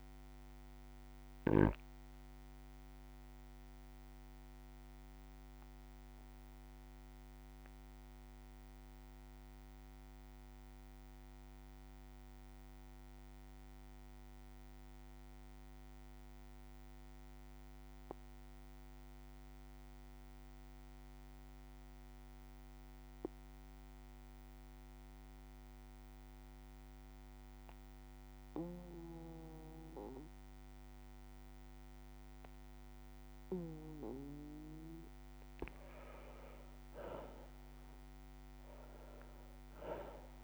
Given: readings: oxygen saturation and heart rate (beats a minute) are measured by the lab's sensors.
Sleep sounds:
breathing in sleep by a microphone on the trachea; 1
0.00-23.50 s: oxygen desaturation (device-marked, oxygen 91% lowest, heart rate 54 extreme)
4.00-33.00 s: obstructive apnea (oxygen 99% before, 91% lowest, heart rate 61 before, 54 extreme, up 6 after)
4.50-32.50 s: bradycardia (device-marked, heart rate 59 before, 54 extreme)
31.50-40.44 s: oxygen desaturation (device-marked, oxygen 99% before, 91% lowest, heart rate 55 before, 55 extreme)
37.50-40.44 s: arousal
From the record:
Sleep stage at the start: N2 (light sleep); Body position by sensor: on the back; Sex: male

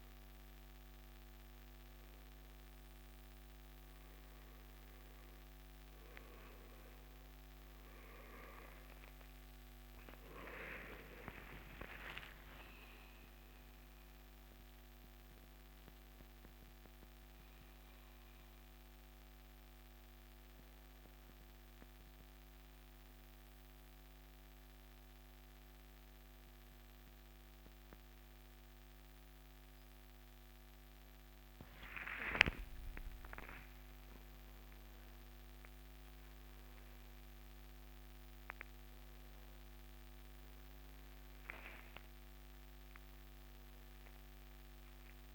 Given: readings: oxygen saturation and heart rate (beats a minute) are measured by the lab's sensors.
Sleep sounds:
a person partly awake in a sleep study, by a microphone on the trachea; none
30.50-45.35 s: new sleep stage, awake
From the record:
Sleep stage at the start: N1 (lightest sleep); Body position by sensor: on the right side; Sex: male

